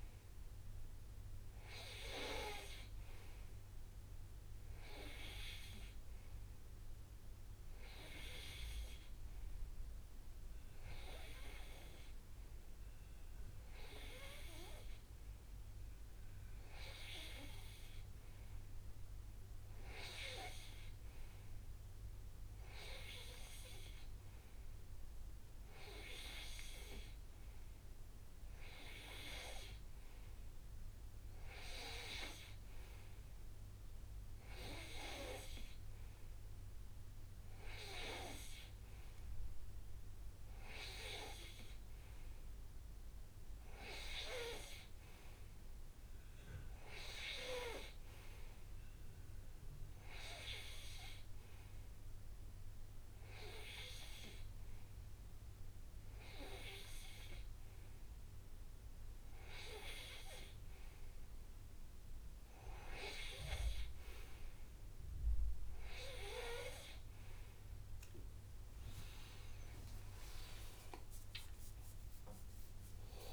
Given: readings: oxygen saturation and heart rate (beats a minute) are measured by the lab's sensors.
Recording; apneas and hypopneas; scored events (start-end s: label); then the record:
breathing in sleep by a room microphone; none
18.00-20.00 s: long interval between heartbeats (device-marked, heart rate 62 before, 71 extreme)
70.50-72.50 s: long interval between heartbeats (device-marked, heart rate 64 before, 79 extreme)
70.50-73.33 s: arousal
From the record:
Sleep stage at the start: N2 (light sleep); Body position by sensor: on the right side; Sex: male